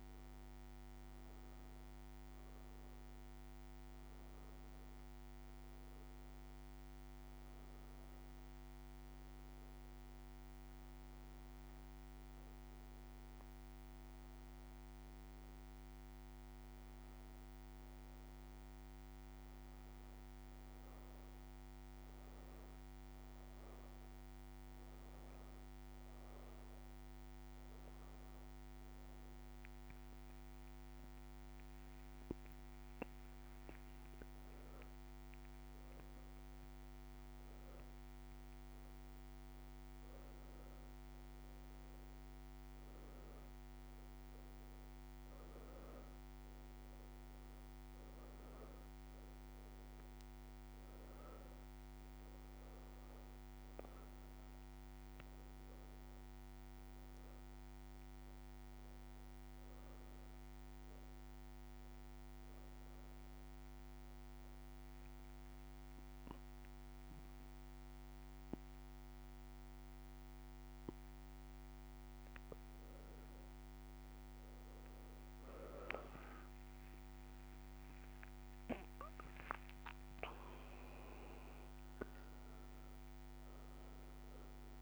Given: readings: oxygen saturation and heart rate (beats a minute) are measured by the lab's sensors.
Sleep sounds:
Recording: breathing in sleep, hard to hear, by a microphone on the trachea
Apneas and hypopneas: 1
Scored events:
27.00-31.50 s: arousal
35.00-74.00 s: obstructive apnea (oxygen 94% before, 88% lowest, heart rate 78 before, 64 extreme, up 39 after)
52.50-64.50 s: oxygen desaturation (device-marked, oxygen 94% before, 91% lowest, heart rate 115 before, 64 extreme)
76.00-80.50 s: arousal
From the record:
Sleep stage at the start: N2 (light sleep)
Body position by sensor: on the back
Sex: female

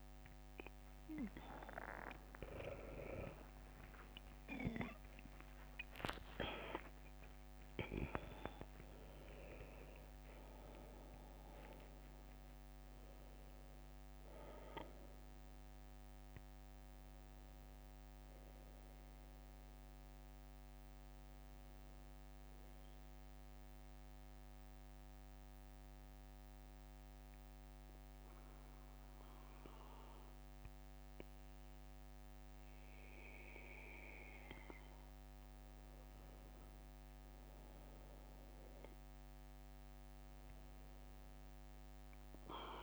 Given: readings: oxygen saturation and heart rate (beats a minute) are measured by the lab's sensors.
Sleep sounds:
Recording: breathing in sleep by a microphone on the trachea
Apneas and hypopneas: 1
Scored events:
0.00-5.50 s: arousal
3.50-6.50 s: leg movement (device-marked)
3.50-42.83 s: new sleep stage, N1 (lightest sleep)
6.50-11.00 s: leg movement (device-marked)
25.00-36.00 s: obstructive apnea (oxygen 97% before, 96% lowest, heart rate 73 before, 65 extreme, up 3 after)
37.50-40.50 s: arousal
From the record:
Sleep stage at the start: N2 (light sleep)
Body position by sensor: on the back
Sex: male

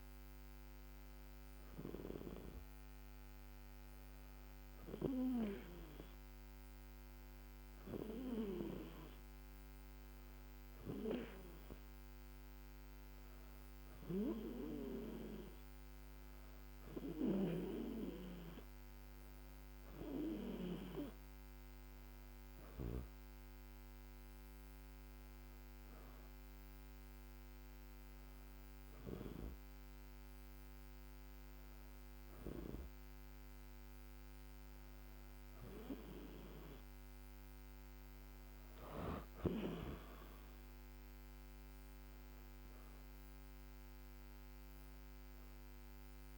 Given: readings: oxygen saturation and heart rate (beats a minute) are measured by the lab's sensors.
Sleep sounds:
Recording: breathing in sleep by a microphone on the trachea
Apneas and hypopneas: none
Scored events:
none scored
From the record:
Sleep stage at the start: N2 (light sleep)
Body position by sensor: on the back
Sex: female

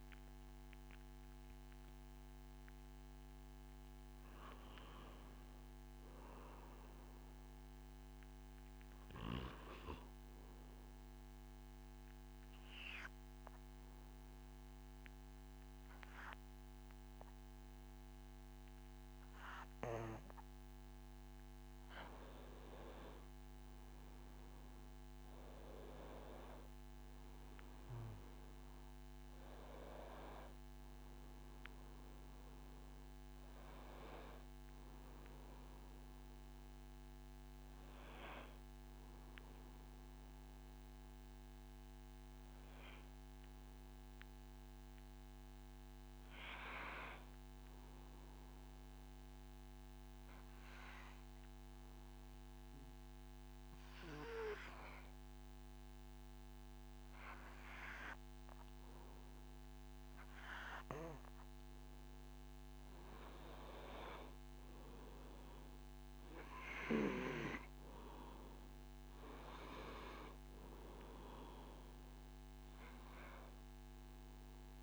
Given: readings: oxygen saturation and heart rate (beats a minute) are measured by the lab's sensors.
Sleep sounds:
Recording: a person partly awake in a sleep study, by a microphone on the trachea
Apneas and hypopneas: 2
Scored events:
8.00-74.82 s: new sleep stage, N2 (light sleep)
10.50-21.50 s: obstructive apnea (oxygen 100% before, 92% lowest, heart rate 105 before, 63 extreme, up 9 after)
24.00-28.50 s: arousal
29.00-46.00 s: oxygen desaturation (device-marked, oxygen 98% before, 93% lowest, heart rate 67 before, 67 extreme)
48.00-61.50 s: obstructive apnea (oxygen 99% before, 92% lowest, heart rate 75 before, 67 extreme, up 5 after)
63.50-67.00 s: arousal
64.00-74.82 s: oxygen desaturation (device-marked, oxygen 98% before, 92% lowest, heart rate 71 before, 73 extreme)
From the record:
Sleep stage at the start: awake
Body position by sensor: on the back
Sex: male

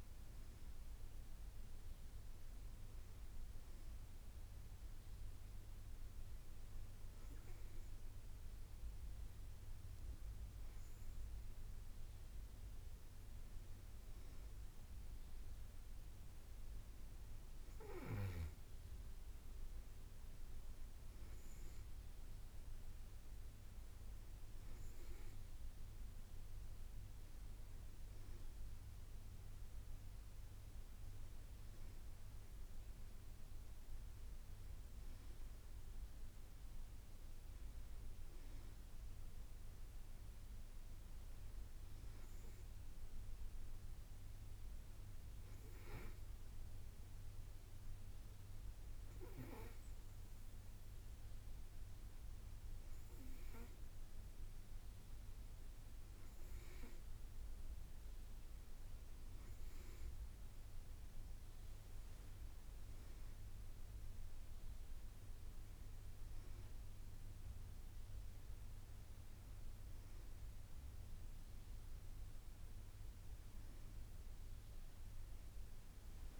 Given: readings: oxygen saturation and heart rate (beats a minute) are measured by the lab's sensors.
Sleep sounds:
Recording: breathing in sleep, hard to hear, by a room microphone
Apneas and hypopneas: none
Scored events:
none scored
From the record:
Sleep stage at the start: N2 (light sleep)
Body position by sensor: on the back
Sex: female

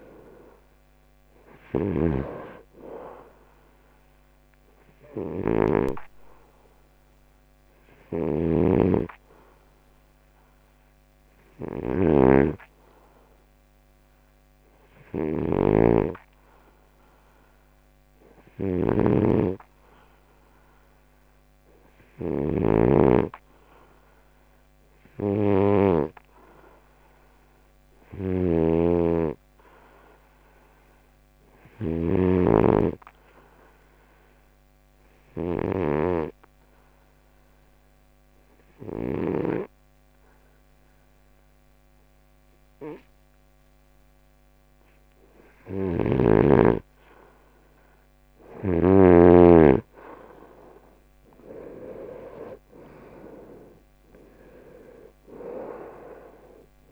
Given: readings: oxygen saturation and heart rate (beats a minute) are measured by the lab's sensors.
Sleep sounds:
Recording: breathing in sleep by a microphone on the trachea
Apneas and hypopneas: 2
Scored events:
7.00-20.50 s: hypopnea (oxygen 96% before, 88% lowest, heart rate 72 before, 67 extreme, up 0 after)
13.50-27.50 s: oxygen desaturation (device-marked, oxygen 95% before, 88% lowest, heart rate 75 before, 66 extreme)
25.00-29.00 s: arousal
34.50-48.00 s: obstructive apnea (oxygen 96% before, 88% lowest, heart rate 72 before, 66 extreme, up 12 after)
46.50-56.92 s: oxygen desaturation (device-marked, oxygen 95% before, 91% lowest, heart rate 70 before, 71 extreme)
52.00-56.92 s: arousal
From the record:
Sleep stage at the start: N2 (light sleep)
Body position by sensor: on the right side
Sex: male

